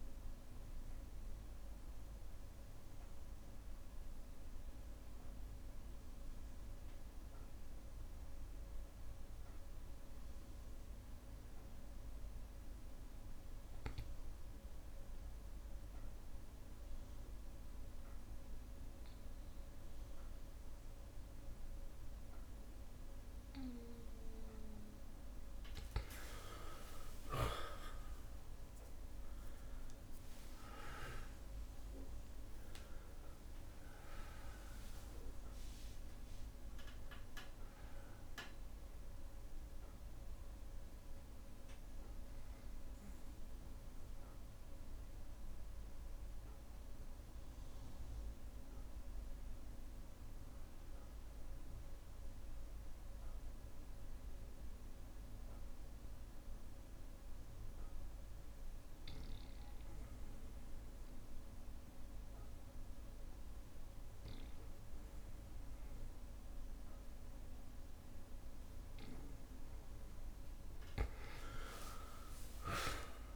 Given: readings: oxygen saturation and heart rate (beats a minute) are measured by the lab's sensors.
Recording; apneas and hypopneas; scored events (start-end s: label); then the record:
breathing in sleep by a room microphone; 2
0.00-11.00 s: oxygen desaturation (device-marked, oxygen 90% lowest, heart rate 57 extreme)
1.00-18.00 s: bradycardia (device-marked, heart rate 64 before, 57 extreme)
1.50-23.50 s: obstructive apnea (oxygen 99% before, 90% lowest, heart rate 65 before, 57 extreme, up 17 after)
26.50-28.50 s: long interval between heartbeats (device-marked, heart rate 58 before, 71 extreme)
26.50-33.00 s: arousal
29.00-51.00 s: oxygen desaturation (device-marked, oxygen 98% before, 92% lowest, heart rate 61 before, 59 extreme)
41.50-68.50 s: obstructive apnea (oxygen 99% before, 92% lowest, heart rate 67 before, 58 extreme, up 32 after)
46.00-50.00 s: bradycardia (device-marked, heart rate 63 before, 59 extreme)
66.00-73.36 s: oxygen desaturation (device-marked, oxygen 99% before, 92% lowest, heart rate 60 before, 57 extreme)
71.50-73.36 s: arousal
72.00-73.36 s: long interval between heartbeats (device-marked, heart rate 62 before, 88 extreme)
From the record:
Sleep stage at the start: N2 (light sleep); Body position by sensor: on the back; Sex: male